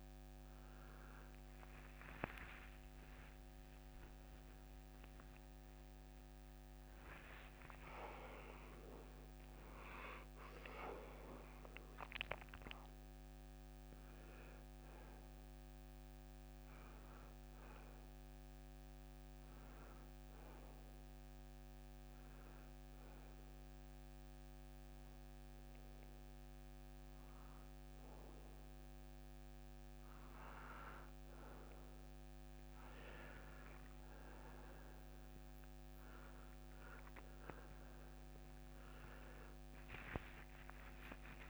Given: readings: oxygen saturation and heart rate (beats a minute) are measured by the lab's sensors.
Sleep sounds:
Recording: breathing in sleep by a microphone on the trachea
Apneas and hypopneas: 1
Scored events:
1.50-7.00 s: arousal
21.00-31.50 s: hypopnea (oxygen 95% before, 90% lowest)
34.50-41.50 s: oxygen desaturation (device-marked, oxygen 95% before, 90% lowest)
38.50-41.50 s: new sleep stage, awake
From the record:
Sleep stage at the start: N2 (light sleep)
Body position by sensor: on the back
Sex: male

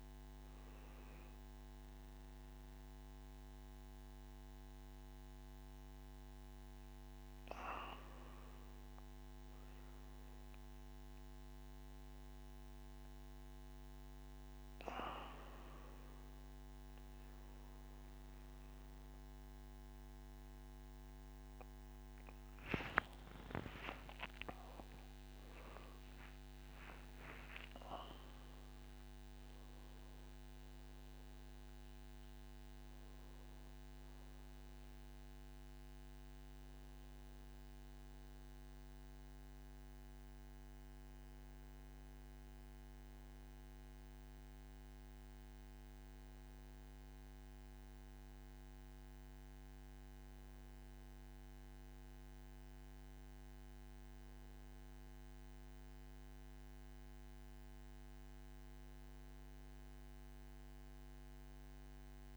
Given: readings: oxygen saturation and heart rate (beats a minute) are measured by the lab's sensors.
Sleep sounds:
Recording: a person awake in a sleep study, by a microphone on the trachea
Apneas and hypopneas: none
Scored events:
none scored
From the record:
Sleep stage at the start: awake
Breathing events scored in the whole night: 196 in 4.5 hours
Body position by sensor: on the back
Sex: male

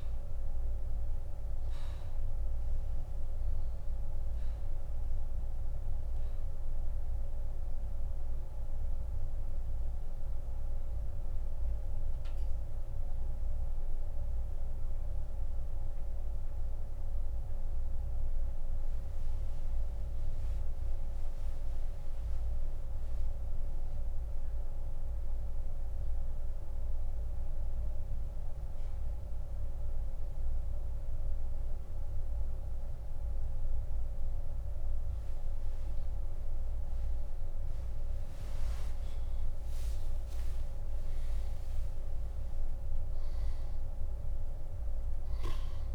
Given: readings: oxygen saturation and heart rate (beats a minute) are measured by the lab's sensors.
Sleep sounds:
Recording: breathing in sleep, hard to hear, by a room microphone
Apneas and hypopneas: 1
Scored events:
9.50-38.00 s: mixed apnea (oxygen 97% before, 89% lowest)
10.00-35.00 s: oxygen desaturation (device-marked, oxygen 97% before, 90% lowest)
40.00-42.50 s: arousal
From the record:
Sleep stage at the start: N2 (light sleep)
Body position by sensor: on the back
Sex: male

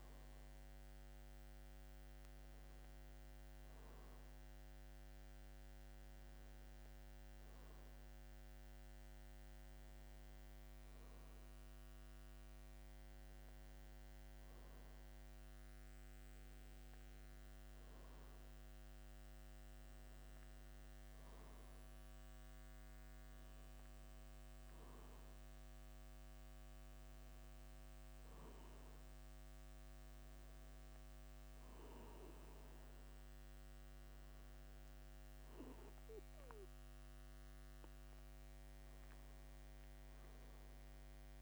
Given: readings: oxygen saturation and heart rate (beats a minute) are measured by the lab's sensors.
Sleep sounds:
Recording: breathing in sleep, hard to hear, by a microphone on the trachea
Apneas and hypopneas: none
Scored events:
none scored
From the record:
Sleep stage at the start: N2 (light sleep)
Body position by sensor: on the back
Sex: male

